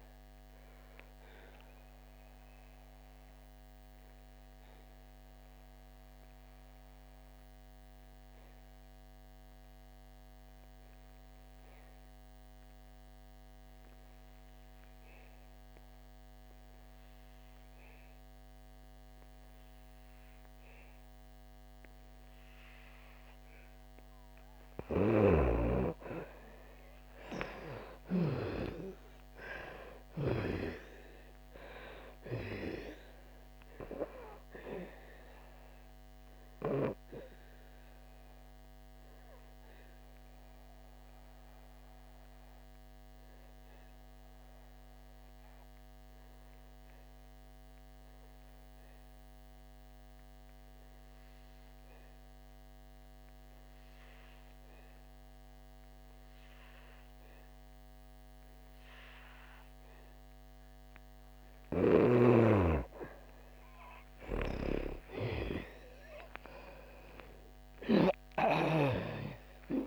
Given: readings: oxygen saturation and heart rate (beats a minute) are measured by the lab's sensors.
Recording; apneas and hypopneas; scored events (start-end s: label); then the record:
breathing in sleep by a microphone on the trachea; 2
0.00-18.50 s: oxygen desaturation (device-marked, oxygen 82% lowest, heart rate 57 extreme)
1.00-24.50 s: obstructive apnea (oxygen 98% before, 82% lowest, heart rate 73 before, 57 extreme, up 56 after)
20.50-51.50 s: oxygen desaturation (device-marked, oxygen 99% before, 82% lowest, heart rate 63 before, 59 extreme)
26.50-29.50 s: arousal
37.50-61.50 s: obstructive apnea (oxygen 99% before, 82% lowest, heart rate 87 before, 58 extreme, up 35 after)
56.50-69.86 s: oxygen desaturation (device-marked, oxygen 98% before, 82% lowest, heart rate 65 before, 52 extreme)
66.00-69.86 s: arousal
From the record:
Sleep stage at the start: N2 (light sleep); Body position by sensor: on the back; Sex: female